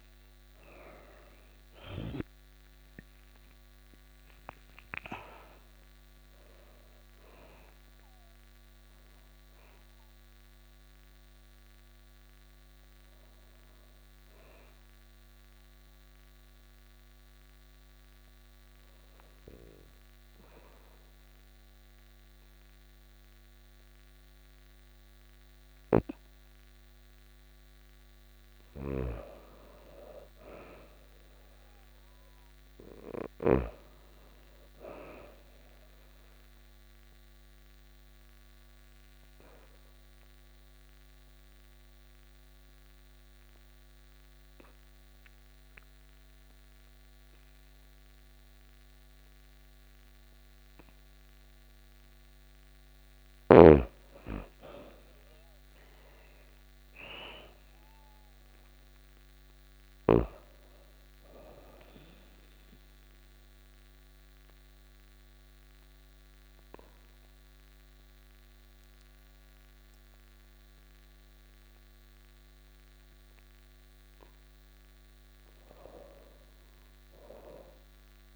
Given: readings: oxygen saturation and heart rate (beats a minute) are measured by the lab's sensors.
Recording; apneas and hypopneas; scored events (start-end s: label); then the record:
breathing in sleep by a microphone on the trachea; 3
0.00-3.00 s: arousal
0.50-15.50 s: oxygen desaturation (device-marked, oxygen 97% before, 86% lowest, heart rate 85 before, 85 extreme)
15.50-27.00 s: obstructive apnea (oxygen 97% before, 88% lowest, heart rate 90 before, 85 extreme, up 2 after)
23.50-78.36 s: new sleep stage, N2 (light sleep)
27.50-32.00 s: arousal
28.00-33.00 s: snoring (device-marked)
32.50-47.50 s: oxygen desaturation (device-marked, oxygen 97% before, 89% lowest, heart rate 86 before, 84 extreme)
36.00-51.00 s: obstructive apnea (oxygen 98% before, 88% lowest, heart rate 86 before, 84 extreme, up 3 after)
53.50-57.00 s: arousal
53.50-71.50 s: oxygen desaturation (device-marked, oxygen 98% before, 88% lowest, heart rate 87 before, 84 extreme)
62.00-73.00 s: obstructive apnea (oxygen 98% before, 87% lowest, heart rate 87 before, 84 extreme, up 3 after)
74.50-78.00 s: arousal
From the record:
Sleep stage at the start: REM sleep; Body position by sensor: on the back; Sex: female